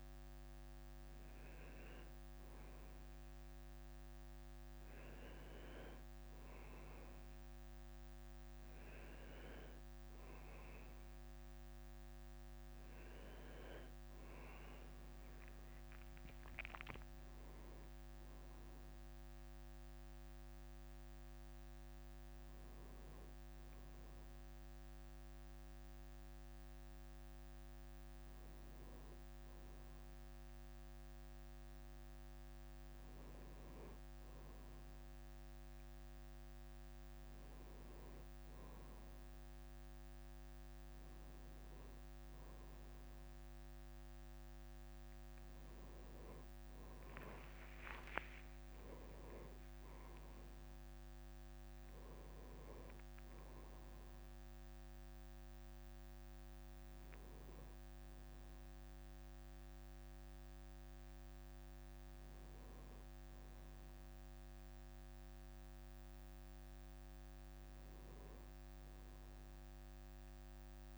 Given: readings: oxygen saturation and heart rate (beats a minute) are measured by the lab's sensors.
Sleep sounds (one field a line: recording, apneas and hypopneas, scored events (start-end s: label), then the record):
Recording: a person partly awake in a sleep study, hard to hear, by a microphone on the trachea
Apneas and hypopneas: none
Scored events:
47.00-51.00 s: leg movement (device-marked)
52.50-70.98 s: new sleep stage, awake
59.50-63.00 s: leg movement (device-marked)
From the record:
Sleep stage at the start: N1 (lightest sleep)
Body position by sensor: on the right side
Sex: male